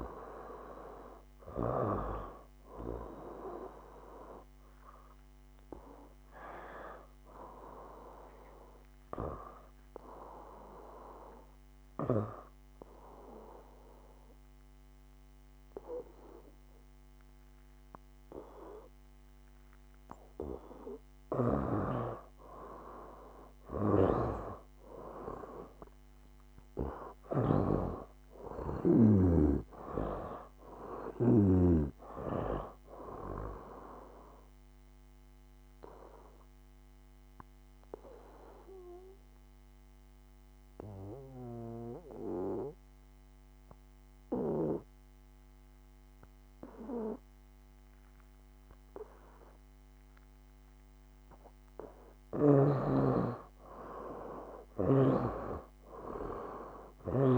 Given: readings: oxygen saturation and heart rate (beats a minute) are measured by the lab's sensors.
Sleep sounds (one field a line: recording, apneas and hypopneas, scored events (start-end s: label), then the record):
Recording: breathing in sleep by a microphone on the trachea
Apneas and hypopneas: 2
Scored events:
12.50-22.50 s: obstructive apnea (oxygen 99% before, 90% lowest, heart rate 76 before, 73 extreme, up 4 after)
21.00-31.50 s: snoring (device-marked)
24.50-29.00 s: arousal
30.50-49.50 s: oxygen desaturation (device-marked, oxygen 98% before, 92% lowest, heart rate 76 before, 70 extreme)
36.00-51.50 s: mixed apnea (oxygen 98% before, 85% lowest, heart rate 76 before, 70 extreme, up 1 after)
54.00-57.00 s: arousal
55.00-57.38 s: snoring (device-marked)
From the record:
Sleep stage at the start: N2 (light sleep)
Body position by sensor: on the back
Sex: male